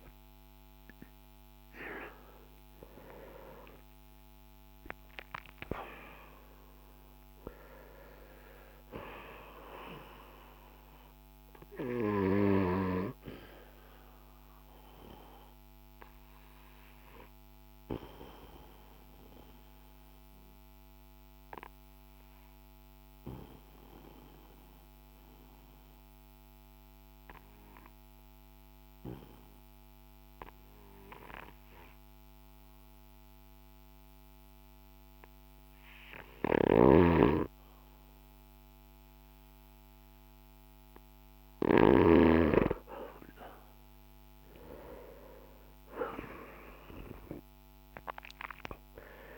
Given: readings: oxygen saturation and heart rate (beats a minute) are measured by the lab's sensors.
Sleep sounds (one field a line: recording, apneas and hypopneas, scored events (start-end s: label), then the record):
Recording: breathing in sleep by a microphone on the trachea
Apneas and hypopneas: 1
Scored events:
1.00-5.50 s: arousal
7.50-36.50 s: oxygen desaturation (device-marked, oxygen 96% before, 91% lowest, heart rate 50 before, 34 extreme)
14.00-36.00 s: obstructive apnea (oxygen 96% before, 90% lowest, heart rate 50 before, 34 extreme, up 22 after)
36.00-42.00 s: snoring (device-marked)
43.50-47.50 s: arousal
From the record:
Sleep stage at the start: N2 (light sleep)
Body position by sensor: on the back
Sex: male